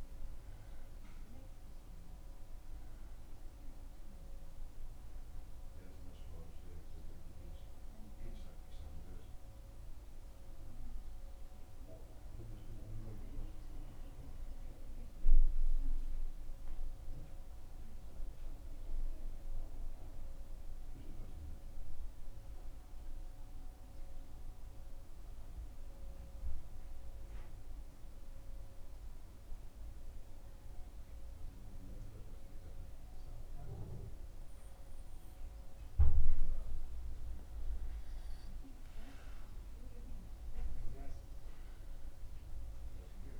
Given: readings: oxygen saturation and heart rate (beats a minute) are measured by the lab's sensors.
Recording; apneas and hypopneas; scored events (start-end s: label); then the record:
breathing in sleep by a room microphone; 1
3.00-33.00 s: new sleep stage, N2 (light sleep)
15.00-36.50 s: central apnea (oxygen 97% before, 96% lowest, heart rate 78 before, 78 extreme, up 0 after)
33.00-43.40 s: new sleep stage, N1 (lightest sleep)
39.00-43.40 s: arousal
From the record:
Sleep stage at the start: N1 (lightest sleep); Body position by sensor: on the back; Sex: male